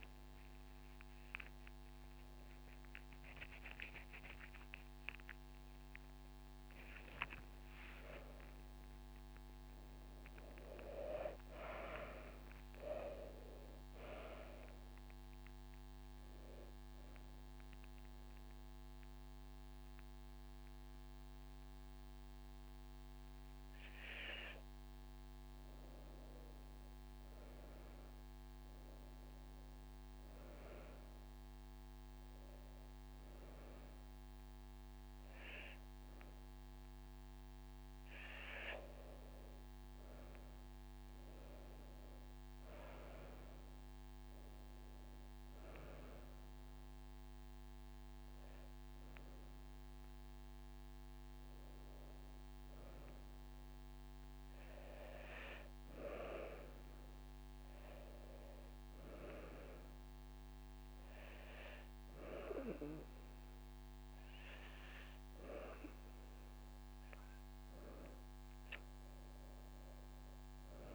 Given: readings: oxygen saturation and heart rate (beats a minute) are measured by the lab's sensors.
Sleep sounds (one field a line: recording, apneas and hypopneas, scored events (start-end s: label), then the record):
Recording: breathing in sleep by a microphone on the trachea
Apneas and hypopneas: none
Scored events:
0.00-1.50 s: long interval between heartbeats (device-marked)
0.00-2.00 s: arousal
7.50-9.50 s: long interval between heartbeats (device-marked)
11.00-20.00 s: drop in pulse transit time (device-marked)
12.50-14.50 s: long interval between heartbeats (device-marked)
15.50-17.50 s: long interval between heartbeats (device-marked)
28.50-30.50 s: long interval between heartbeats (device-marked, heart rate 35 before, 49 extreme)
32.00-34.00 s: long interval between heartbeats (device-marked, heart rate 40 before, 56 extreme)
38.00-50.00 s: drop in pulse transit time (device-marked)
44.00-46.00 s: long interval between heartbeats (device-marked, heart rate 38 before, 33 extreme)
55.00-57.00 s: long interval between heartbeats (device-marked)
64.50-66.50 s: long interval between heartbeats (device-marked, heart rate 30 before, 36 extreme)
69.50-70.95 s: long interval between heartbeats (device-marked, heart rate 31 before, 53 extreme)
From the record:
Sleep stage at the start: N2 (light sleep)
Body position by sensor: on the back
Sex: female